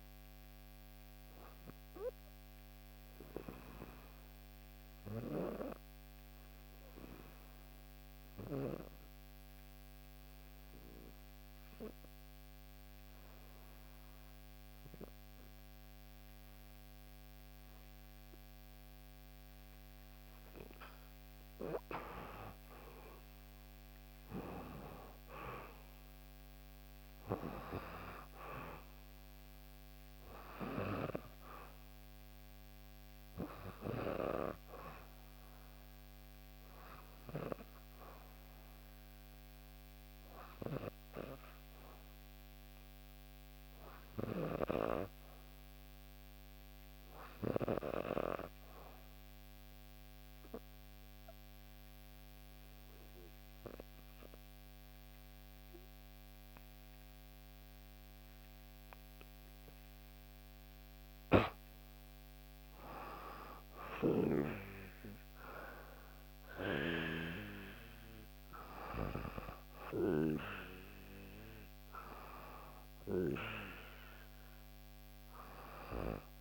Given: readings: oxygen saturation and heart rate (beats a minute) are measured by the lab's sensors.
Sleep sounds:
breathing in sleep by a microphone on the trachea; 2
0.00-3.50 s: oxygen desaturation (device-marked, oxygen 88% lowest, heart rate 57 extreme)
0.50-21.00 s: obstructive apnea (oxygen 97% before, 88% lowest, heart rate 61 before, 58 extreme, up 5 after)
21.50-43.50 s: oxygen desaturation (device-marked, oxygen 97% before, 90% lowest, heart rate 59 before, 58 extreme)
22.50-25.50 s: arousal
35.00-60.00 s: obstructive apnea (oxygen 97% before, 90% lowest, heart rate 61 before, 58 extreme, up 4 after)
60.50-64.00 s: arousal
62.50-76.41 s: oxygen desaturation (device-marked, oxygen 96% before, 90% lowest, heart rate 59 before, 59 extreme)
From the record:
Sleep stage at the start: N2 (light sleep); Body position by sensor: on the back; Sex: female

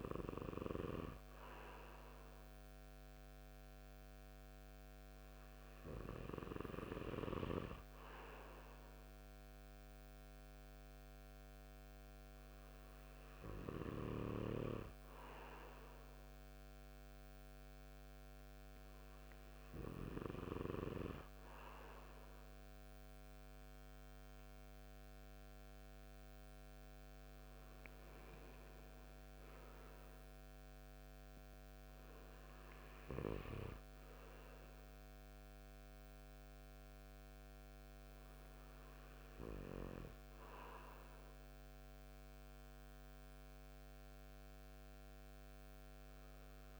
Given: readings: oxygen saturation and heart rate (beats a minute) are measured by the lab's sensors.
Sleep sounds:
breathing in sleep by a microphone on the trachea; none
none scored
From the record:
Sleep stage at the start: N2 (light sleep); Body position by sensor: on the right side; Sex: male

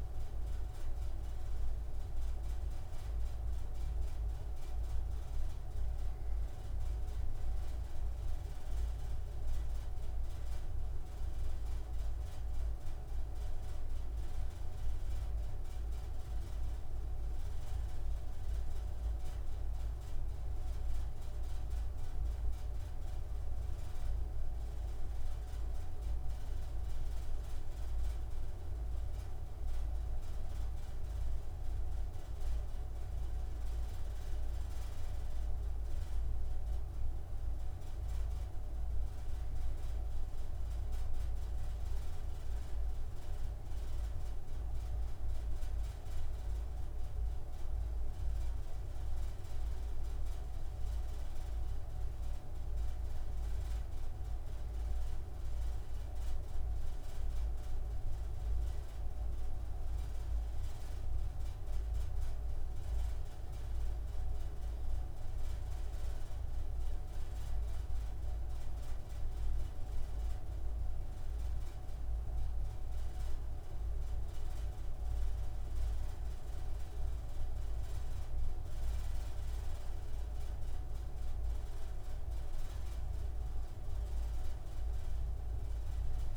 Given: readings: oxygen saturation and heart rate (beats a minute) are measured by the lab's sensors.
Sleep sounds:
breathing in sleep, hard to hear, by a room microphone; none
none scored
From the record:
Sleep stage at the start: N2 (light sleep); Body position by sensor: on the right side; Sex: male

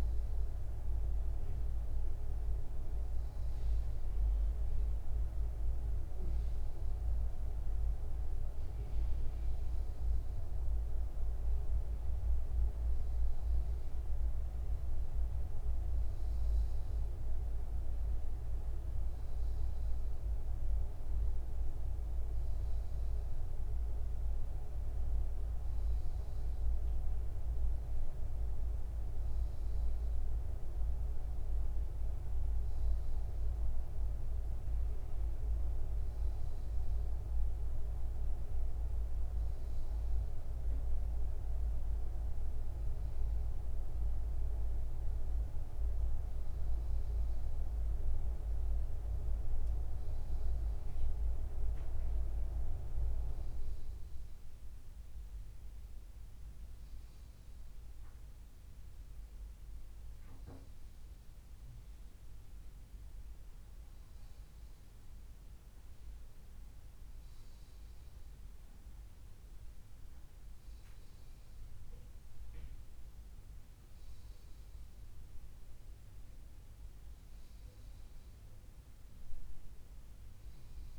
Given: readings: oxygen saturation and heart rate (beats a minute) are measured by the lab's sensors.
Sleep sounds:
breathing in sleep by a room microphone; none
16.50-80.99 s: new sleep stage, N2 (light sleep)
From the record:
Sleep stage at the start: N1 (lightest sleep); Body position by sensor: upright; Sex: male

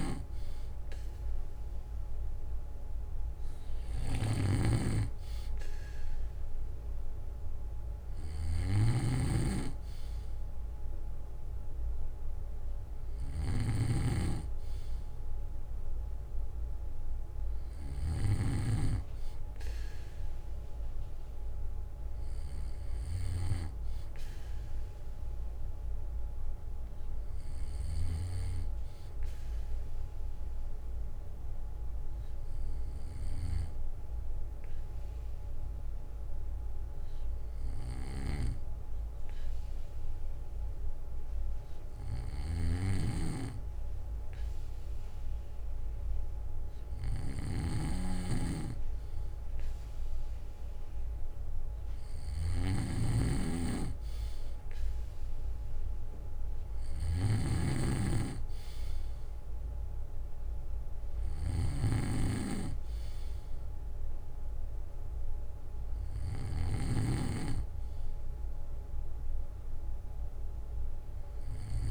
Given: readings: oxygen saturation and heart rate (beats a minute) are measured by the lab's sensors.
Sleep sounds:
breathing in sleep by a room microphone; 1
0.00-18.50 s: snoring (device-marked)
23.50-27.00 s: arousal
30.00-45.50 s: hypopnea (oxygen 96% before, 93% lowest, heart rate 65 before, 60 extreme, up 8 after)
42.50-71.91 s: snoring (device-marked)
50.00-53.50 s: arousal
From the record:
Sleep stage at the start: N2 (light sleep); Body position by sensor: on the back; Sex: male

